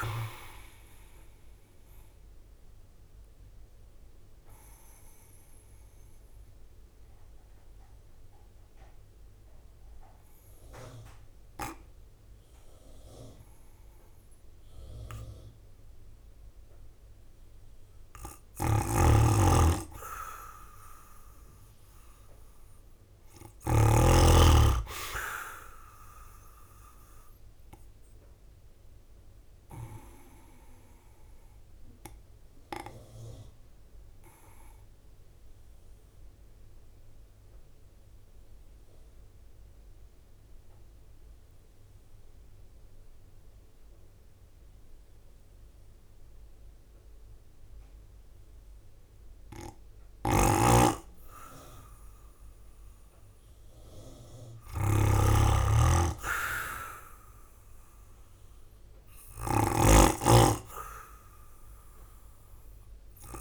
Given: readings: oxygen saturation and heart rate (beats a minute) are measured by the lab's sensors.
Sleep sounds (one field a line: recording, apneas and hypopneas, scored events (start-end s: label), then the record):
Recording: breathing in sleep by a room microphone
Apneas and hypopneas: 2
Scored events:
0.00-8.50 s: drop in pulse transit time (device-marked, heart rate 53 extreme)
0.00-18.50 s: oxygen desaturation (device-marked, oxygen 94% lowest, heart rate 52 extreme)
1.50-16.50 s: obstructive apnea (oxygen 98% before, 94% lowest, heart rate 54 before, 52 extreme, up 5 after)
18.50-24.00 s: snoring (device-marked)
19.00-22.50 s: arousal
23.50-38.50 s: drop in pulse transit time (device-marked, heart rate 54 before, 53 extreme)
25.50-44.50 s: oxygen desaturation (device-marked, oxygen 98% before, 94% lowest, heart rate 54 before, 53 extreme)
29.00-50.00 s: obstructive apnea (oxygen 98% before, 91% lowest, heart rate 55 before, 53 extreme, up 6 after)
49.50-63.41 s: snoring (device-marked)
54.00-58.00 s: arousal
56.50-63.41 s: drop in pulse transit time (device-marked, heart rate 54 before, 55 extreme)
From the record:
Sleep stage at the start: N2 (light sleep)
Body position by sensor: on the right side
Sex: male